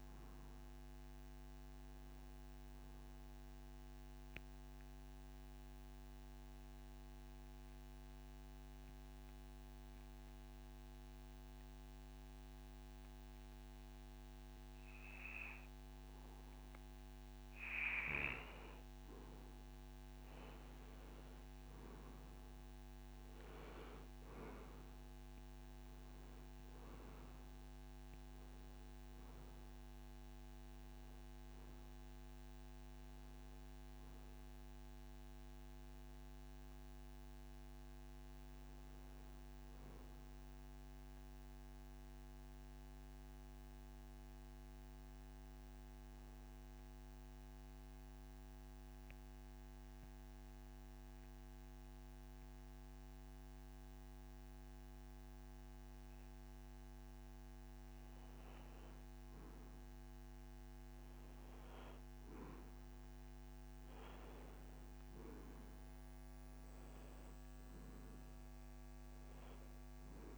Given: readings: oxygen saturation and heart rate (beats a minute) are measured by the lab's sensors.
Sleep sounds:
breathing in sleep, hard to hear, by a microphone on the trachea; 2
4.50-18.00 s: mixed apnea (oxygen 95% before, 91% lowest)
21.00-25.00 s: arousal
22.50-47.50 s: oxygen desaturation (device-marked, oxygen 94% before, 91% lowest)
47.00-58.50 s: central apnea (oxygen 94% before, 91% lowest)
62.00-65.50 s: arousal
65.50-70.38 s: oxygen desaturation (device-marked, oxygen 95% before, 91% lowest)
From the record:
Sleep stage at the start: N2 (light sleep); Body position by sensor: on the back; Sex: male

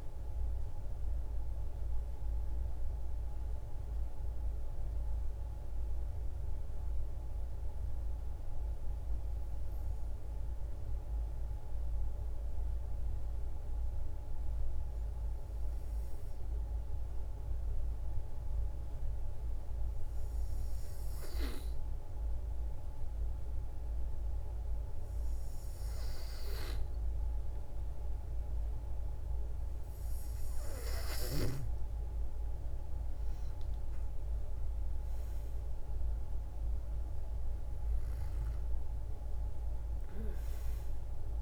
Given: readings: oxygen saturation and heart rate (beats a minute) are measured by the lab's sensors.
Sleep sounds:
breathing in sleep, hard to hear, by a room microphone; 1
0.00-7.00 s: oxygen desaturation (device-marked, oxygen 90% lowest, heart rate 54 extreme)
12.00-29.00 s: hypopnea (oxygen 96% before, 90% lowest, heart rate 59 before, 54 extreme, up 7 after)
31.00-41.41 s: oxygen desaturation (device-marked, oxygen 96% before, 90% lowest, heart rate 56 before, 54 extreme)
34.50-39.00 s: arousal
From the record:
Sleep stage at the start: N2 (light sleep); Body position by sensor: on the back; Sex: female

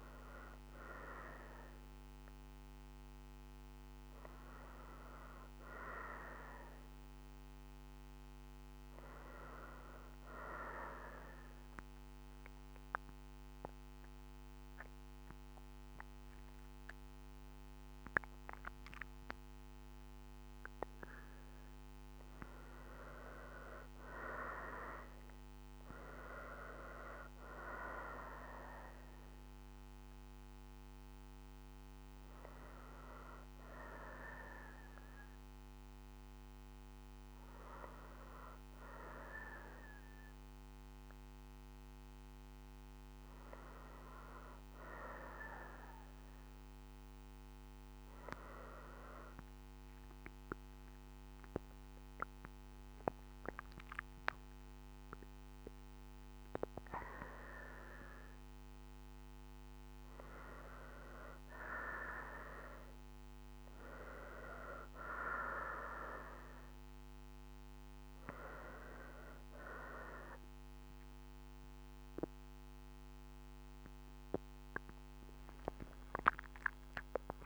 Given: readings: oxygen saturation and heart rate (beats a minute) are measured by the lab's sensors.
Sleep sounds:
breathing in sleep by a microphone on the trachea; 2
0.00-1.50 s: arousal
10.00-22.00 s: central apnea (oxygen 93% before, 86% lowest, heart rate 63 before, 59 extreme, up 0 after)
25.00-28.00 s: arousal
26.00-41.00 s: oxygen desaturation (device-marked, oxygen 92% before, 86% lowest, heart rate 63 before, 59 extreme)
49.00-59.00 s: obstructive apnea (oxygen 94% before, 89% lowest, heart rate 60 before, 61 extreme, up 2 after)
63.50-67.50 s: arousal
66.00-77.45 s: oxygen desaturation (device-marked, oxygen 93% before, 89% lowest, heart rate 62 before, 59 extreme)
From the record:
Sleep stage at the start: N2 (light sleep); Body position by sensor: on the right side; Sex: female

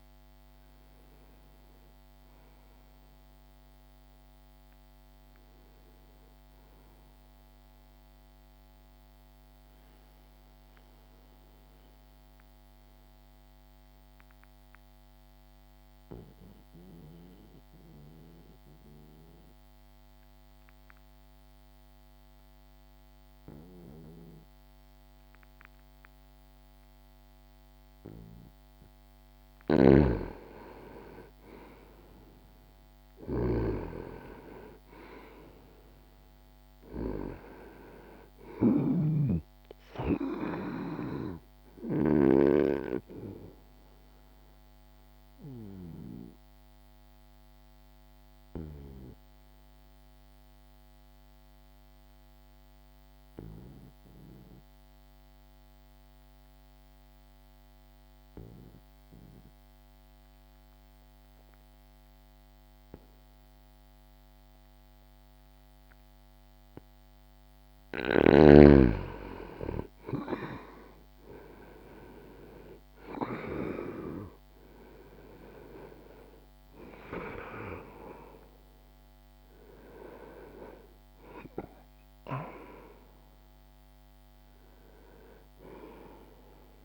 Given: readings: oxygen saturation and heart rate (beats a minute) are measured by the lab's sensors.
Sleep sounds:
breathing in sleep by a microphone on the trachea; 2
0.00-8.50 s: oxygen desaturation (device-marked, oxygen 88% lowest, heart rate 60 extreme)
7.50-29.50 s: mixed apnea (oxygen 98% before, 85% lowest, heart rate 63 before, 60 extreme, up 1 after)
29.50-39.00 s: snoring (device-marked)
31.00-36.00 s: arousal
33.50-61.50 s: oxygen desaturation (device-marked, oxygen 99% before, 85% lowest, heart rate 60 before, 59 extreme)
44.50-68.00 s: obstructive apnea (oxygen 99% before, 85% lowest, heart rate 61 before, 59 extreme, up 3 after)
69.00-73.50 s: arousal
70.50-82.50 s: oxygen desaturation (device-marked, oxygen 97% before, 90% lowest, heart rate 61 before, 60 extreme)
From the record:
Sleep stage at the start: N2 (light sleep); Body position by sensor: on the back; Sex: male

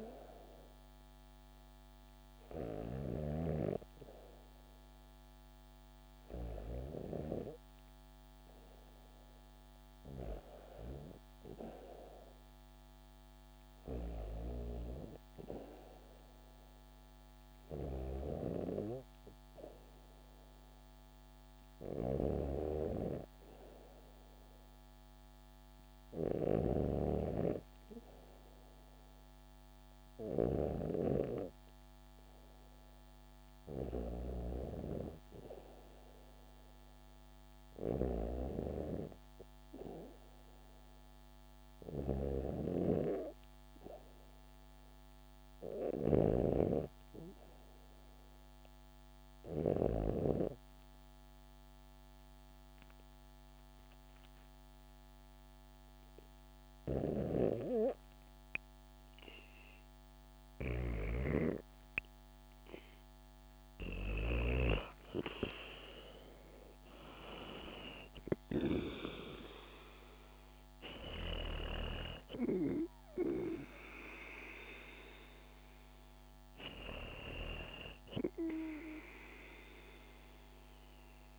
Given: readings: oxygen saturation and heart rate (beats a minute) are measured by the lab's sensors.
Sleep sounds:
breathing in sleep by a microphone on the trachea; 1
21.00-26.00 s: snoring (device-marked)
49.50-60.00 s: obstructive apnea (oxygen 96% before, 94% lowest, heart rate 69 before, 59 extreme, up 16 after)
54.50-57.50 s: bradycardia (device-marked, heart rate 69 before, 69 extreme)
61.50-66.00 s: arousal
From the record:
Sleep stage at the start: REM sleep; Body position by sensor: on the back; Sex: female

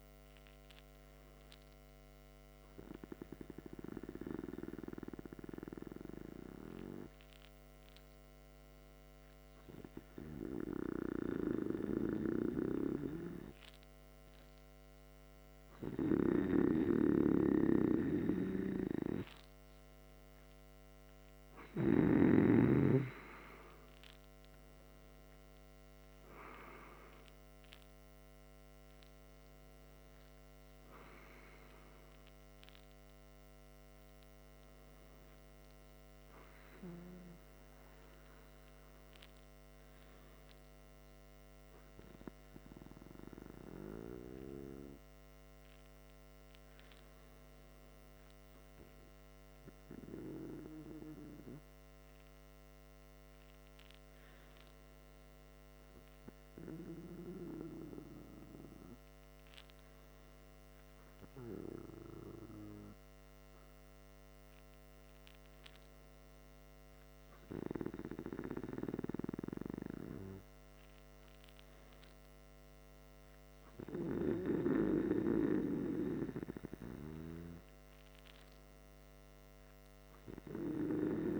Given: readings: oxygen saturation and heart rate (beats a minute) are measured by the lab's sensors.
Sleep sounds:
breathing in sleep by a microphone on the trachea; none
none scored
From the record:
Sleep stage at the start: N2 (light sleep); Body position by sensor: on the back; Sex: male

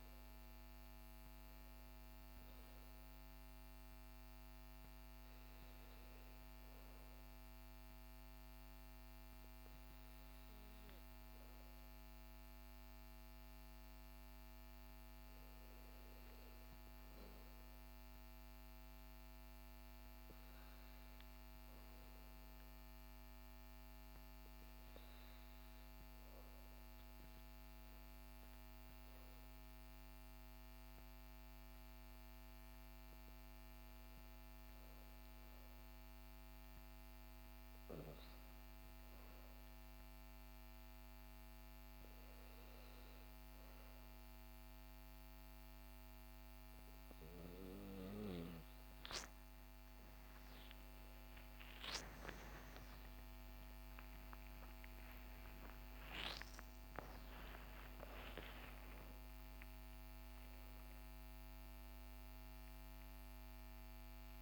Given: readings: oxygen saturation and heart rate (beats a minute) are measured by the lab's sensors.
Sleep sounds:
breathing in sleep by a microphone on the trachea; 2
2.50-16.00 s: obstructive apnea (oxygen 99% before, 96% lowest, heart rate 55 before, 58 extreme, up 2 after)
17.50-23.00 s: arousal
38.50-49.50 s: obstructive apnea (oxygen 98% before, 96% lowest, heart rate 60 before, 57 extreme, up 46 after)
50.00-57.00 s: arousal
From the record:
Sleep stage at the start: REM sleep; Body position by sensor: on the back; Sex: male

